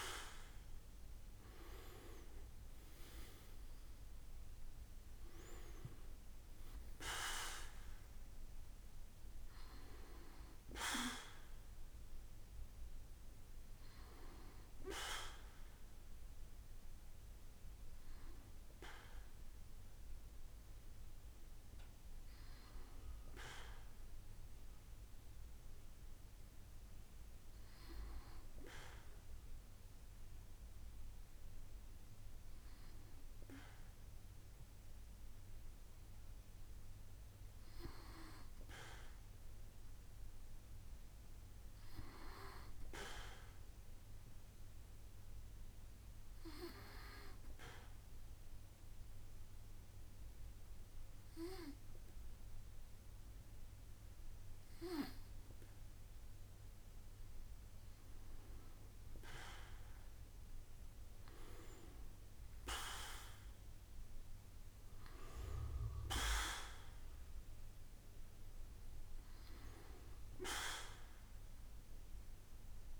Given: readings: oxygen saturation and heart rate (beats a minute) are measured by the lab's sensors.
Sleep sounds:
breathing in sleep by a room microphone; 1
40.00-44.00 s: arousal
47.50-58.50 s: obstructive apnea (oxygen 98% before, 95% lowest, heart rate 68 before, 65 extreme, up 8 after)
60.50-63.50 s: arousal
From the record:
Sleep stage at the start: N2 (light sleep); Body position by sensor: on the back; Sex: male

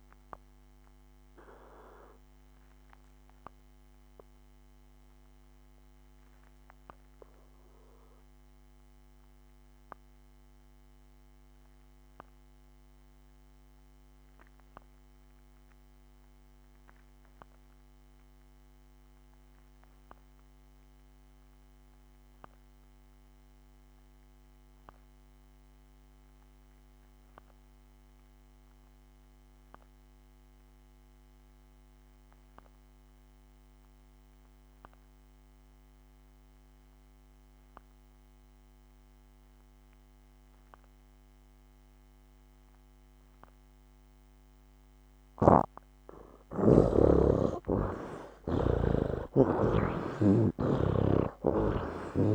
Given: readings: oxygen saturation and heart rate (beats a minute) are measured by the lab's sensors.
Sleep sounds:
breathing in sleep by a microphone on the trachea; 1
0.00-18.50 s: oxygen desaturation (device-marked, oxygen 46% lowest, heart rate 65 extreme)
0.50-45.00 s: obstructive apnea (oxygen 68% before, 45% lowest, heart rate 82 before, 70 extreme, up 20 after)
25.50-52.35 s: oxygen desaturation (device-marked, oxygen 95% before, 45% lowest, heart rate 74 before, 72 extreme)
45.00-48.50 s: snoring (device-marked)
48.00-52.00 s: arousal
50.50-52.35 s: snoring (device-marked)
From the record:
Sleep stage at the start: REM sleep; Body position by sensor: on the right side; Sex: male

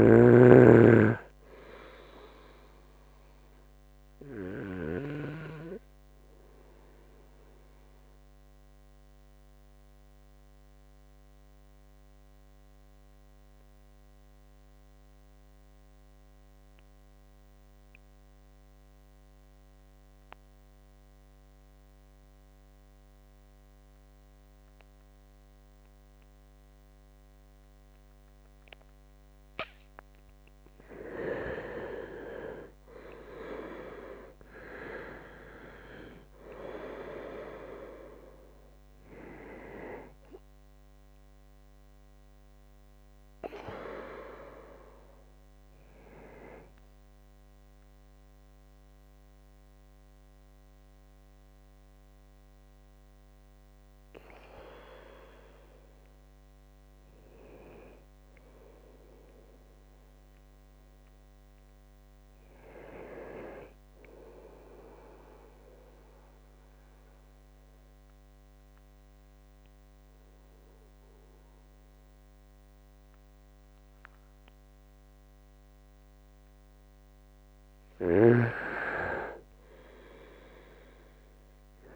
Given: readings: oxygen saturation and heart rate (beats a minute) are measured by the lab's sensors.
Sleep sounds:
breathing in sleep by a microphone on the trachea; 2
0.00-19.00 s: oxygen desaturation (device-marked, oxygen 87% lowest, heart rate 63 extreme)
5.00-28.50 s: obstructive apnea (oxygen 98% before, 87% lowest, heart rate 72 before, 63 extreme, up 12 after)
30.00-34.50 s: arousal
31.00-61.00 s: oxygen desaturation (device-marked, oxygen 99% before, 87% lowest, heart rate 67 before, 68 extreme)
33.00-35.00 s: long interval between heartbeats (device-marked, heart rate 68 before, 79 extreme)
60.50-63.00 s: arousal
65.00-77.50 s: obstructive apnea (oxygen 99% before, 92% lowest, heart rate 74 before, 68 extreme, up 4 after)
79.00-81.96 s: arousal
From the record:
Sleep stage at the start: N2 (light sleep); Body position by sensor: on the right side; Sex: male

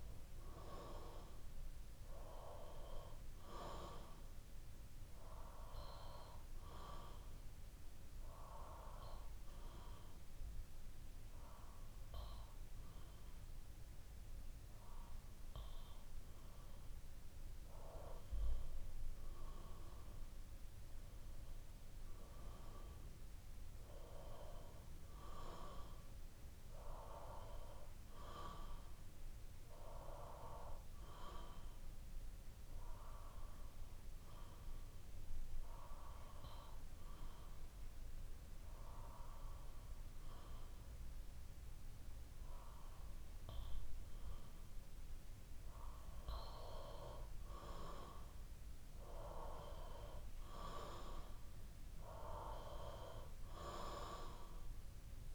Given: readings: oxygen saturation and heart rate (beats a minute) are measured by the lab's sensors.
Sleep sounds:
breathing in sleep by a room microphone; 2
7.00-17.00 s: obstructive apnea (oxygen 95% before, 92% lowest, heart rate 63 before, 60 extreme, up 7 after)
19.50-23.50 s: arousal
32.50-45.50 s: obstructive apnea (oxygen 94% before, 92% lowest, heart rate 63 before, 59 extreme, up 3 after)
41.50-43.50 s: bradycardia (device-marked, heart rate 63 before, 60 extreme)
48.50-52.00 s: arousal
From the record:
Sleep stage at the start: N2 (light sleep); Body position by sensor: on the back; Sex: male

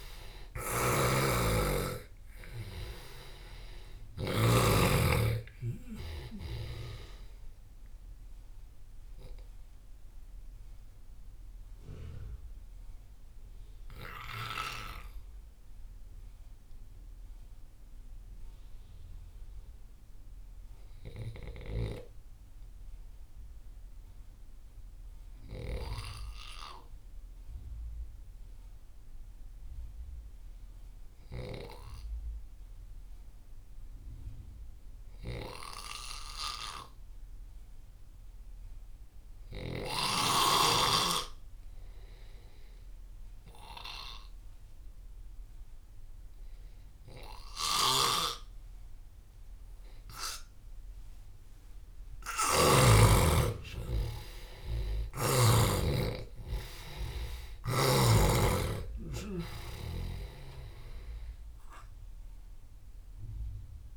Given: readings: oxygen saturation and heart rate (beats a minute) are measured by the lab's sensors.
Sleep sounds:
breathing in sleep by a room microphone; 1
0.00-4.50 s: snoring (device-marked)
0.00-22.00 s: oxygen desaturation (device-marked, oxygen 86% lowest)
10.00-50.50 s: obstructive apnea (oxygen 97% before, 86% lowest)
46.00-63.97 s: oxygen desaturation (device-marked, oxygen 97% before, 89% lowest)
47.50-52.50 s: snoring (device-marked)
53.00-57.50 s: arousal
54.50-58.00 s: snoring (device-marked)
From the record:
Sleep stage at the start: N2 (light sleep); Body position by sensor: on the left side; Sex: male

